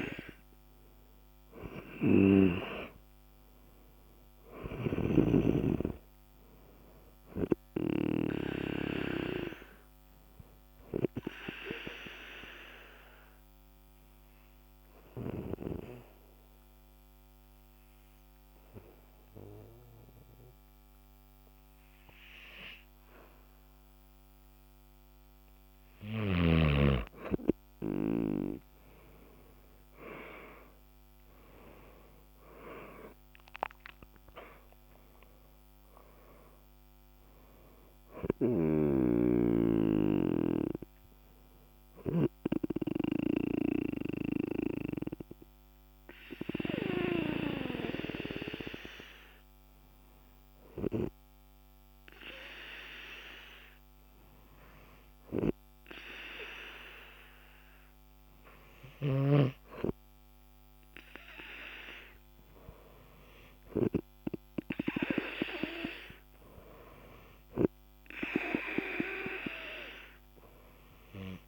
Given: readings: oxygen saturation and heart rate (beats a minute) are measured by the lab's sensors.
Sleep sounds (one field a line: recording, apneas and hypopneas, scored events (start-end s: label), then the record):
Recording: breathing in sleep by a microphone on the trachea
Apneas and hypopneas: 2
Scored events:
0.00-3.50 s: arousal
0.00-6.50 s: oxygen desaturation (device-marked, oxygen 94% lowest, heart rate 49 extreme)
11.50-26.00 s: obstructive apnea (oxygen 98% before, 94% lowest, heart rate 57 before, 48 extreme, up 17 after)
30.50-35.00 s: arousal
42.50-53.50 s: obstructive apnea (oxygen 98% before, 94% lowest, heart rate 62 before, 49 extreme, up 6 after)
56.00-59.50 s: arousal
60.50-70.50 s: oxygen desaturation (device-marked, oxygen 97% before, 94% lowest, heart rate 52 before, 54 extreme)
From the record:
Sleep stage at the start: N2 (light sleep)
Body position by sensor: on the back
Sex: male